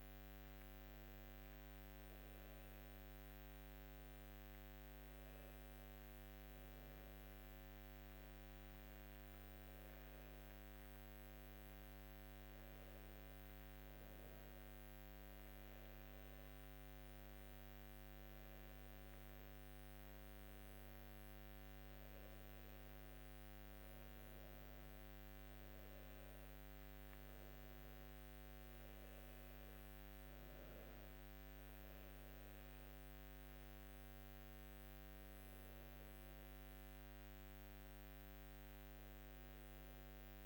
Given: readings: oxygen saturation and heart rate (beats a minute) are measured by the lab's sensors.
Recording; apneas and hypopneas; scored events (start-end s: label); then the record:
breathing in sleep, hard to hear, by a microphone on the trachea; none
none scored
From the record:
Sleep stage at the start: N2 (light sleep); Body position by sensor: on the back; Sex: female